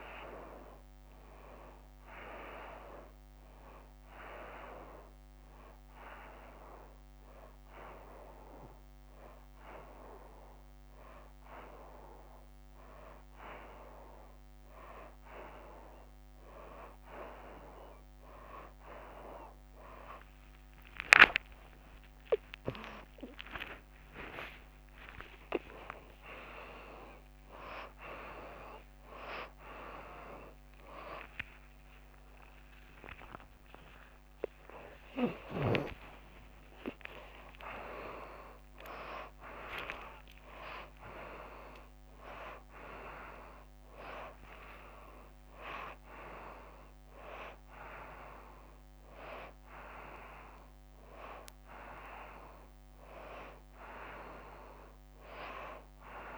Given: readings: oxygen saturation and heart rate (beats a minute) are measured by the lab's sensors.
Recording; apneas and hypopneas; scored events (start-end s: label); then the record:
a person awake in a sleep study, by a microphone on the trachea; 1
0.00-1.50 s: oxygen desaturation (device-marked, oxygen 90% lowest, heart rate 88 extreme)
5.50-16.00 s: hypopnea (oxygen 94% before, 92% lowest, heart rate 94 before, 89 extreme, up 19 after)
6.50-14.50 s: oxygen desaturation (device-marked, oxygen 98% before, 92% lowest, heart rate 94 before, 89 extreme)
16.50-32.50 s: oxygen desaturation (device-marked, oxygen 96% before, 92% lowest, heart rate 91 before, 100 extreme)
18.50-48.50 s: new sleep stage, awake
48.50-56.38 s: new sleep stage, N1 (lightest sleep)
From the record:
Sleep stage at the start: N2 (light sleep); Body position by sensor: on the right side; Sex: female